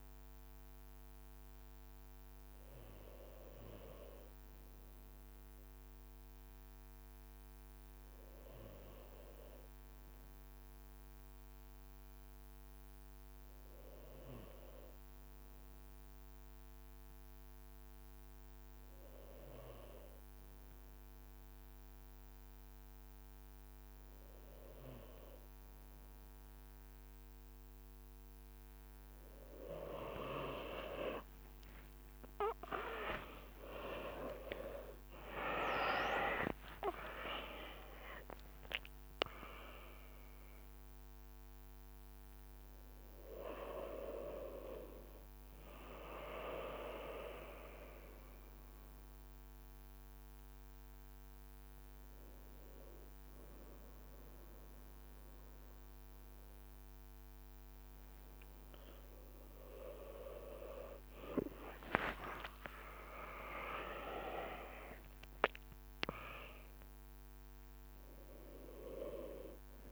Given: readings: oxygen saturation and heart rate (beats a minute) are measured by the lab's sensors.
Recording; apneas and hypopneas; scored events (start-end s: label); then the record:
breathing in sleep by a microphone on the trachea; 1
2.00-6.00 s: arousal
10.50-24.50 s: hypopnea (oxygen 98% before, 95% lowest, heart rate 62 before, 62 extreme, up 3 after)
31.50-35.50 s: arousal
34.00-39.00 s: tachycardia (device-marked, heart rate 62 before, 113 extreme)
36.00-38.00 s: long interval between heartbeats (device-marked, heart rate 64 before, 98 extreme)
46.50-50.00 s: leg movement (device-marked)
62.00-66.00 s: arousal
64.00-66.00 s: long interval between heartbeats (device-marked, heart rate 68 before, 76 extreme)
From the record:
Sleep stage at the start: N1 (lightest sleep); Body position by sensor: on the back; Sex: male